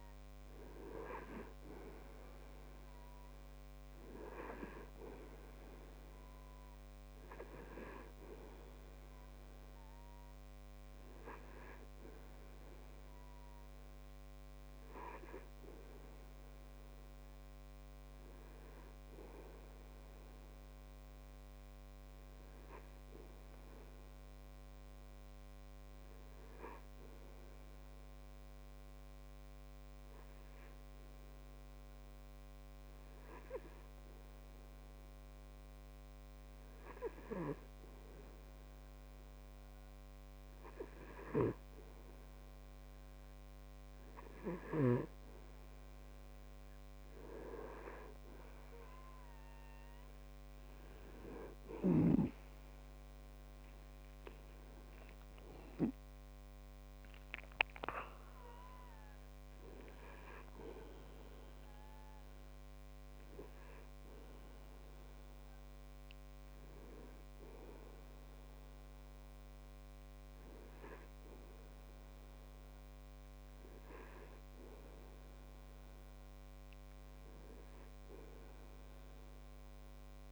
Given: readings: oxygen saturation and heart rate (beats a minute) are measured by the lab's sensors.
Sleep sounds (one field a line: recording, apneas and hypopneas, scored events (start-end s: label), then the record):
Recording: breathing in sleep by a microphone on the trachea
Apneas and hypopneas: 1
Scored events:
0.00-1.00 s: arousal
23.00-41.50 s: hypopnea (oxygen 98% before, 95% lowest)
45.00-49.00 s: arousal
From the record:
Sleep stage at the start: N2 (light sleep)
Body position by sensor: on the back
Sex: male